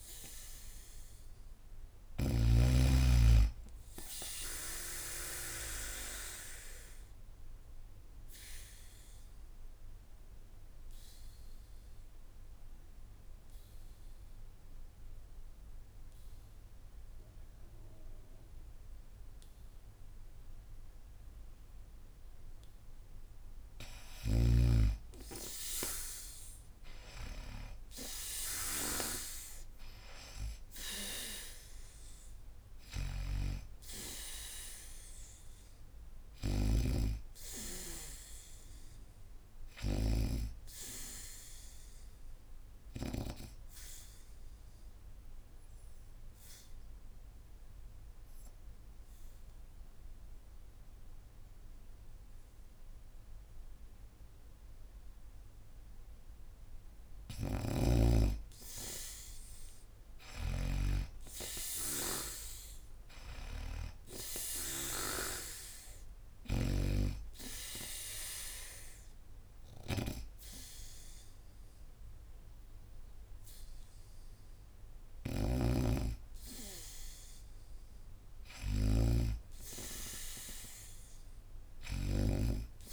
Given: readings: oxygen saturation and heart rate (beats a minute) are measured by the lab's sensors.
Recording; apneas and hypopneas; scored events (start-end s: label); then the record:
breathing in sleep by a room microphone; 3
0.00-2.00 s: snoring (device-marked)
5.50-23.50 s: obstructive apnea (oxygen 94% before, 80% lowest, heart rate 75 before, 70 extreme, up 1 after)
25.50-28.00 s: arousal
31.50-48.50 s: oxygen desaturation (device-marked, oxygen 95% before, 80% lowest, heart rate 72 before, 69 extreme)
32.50-43.00 s: snoring (device-marked)
40.00-56.50 s: obstructive apnea (oxygen 95% before, 80% lowest, heart rate 73 before, 69 extreme, up 0 after)
57.00-66.50 s: snoring (device-marked)
58.50-61.50 s: arousal
61.50-82.93 s: oxygen desaturation (device-marked, oxygen 98% before, 82% lowest, heart rate 74 before, 72 extreme)
66.00-77.00 s: obstructive apnea (oxygen 98% before, 82% lowest, heart rate 73 before, 72 extreme, up 0 after)
75.00-82.93 s: snoring (device-marked)
From the record:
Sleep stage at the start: N2 (light sleep); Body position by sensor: on the back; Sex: female